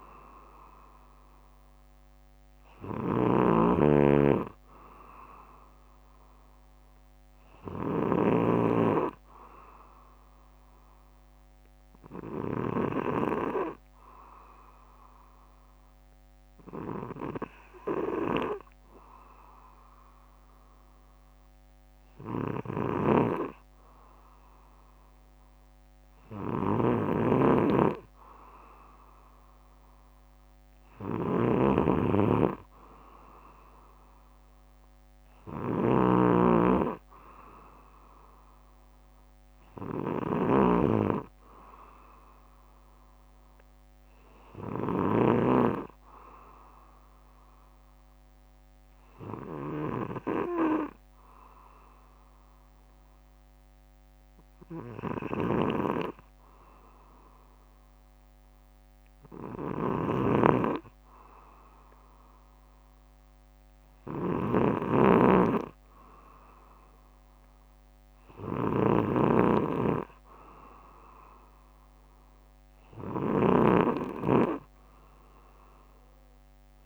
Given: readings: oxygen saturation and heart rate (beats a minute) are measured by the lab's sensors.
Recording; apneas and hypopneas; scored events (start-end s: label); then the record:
breathing in sleep by a microphone on the trachea; 2
0.00-8.50 s: snoring (device-marked)
13.00-23.00 s: hypopnea (oxygen 95% before, 92% lowest, heart rate 66 before, 61 extreme, up 10 after)
22.50-45.50 s: snoring (device-marked)
26.00-29.50 s: arousal
49.50-60.50 s: hypopnea (oxygen 94% before, 92% lowest, heart rate 66 before, 62 extreme, up 9 after)
59.50-76.86 s: snoring (device-marked)
62.50-66.00 s: arousal
From the record:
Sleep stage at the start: N2 (light sleep); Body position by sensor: on the back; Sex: male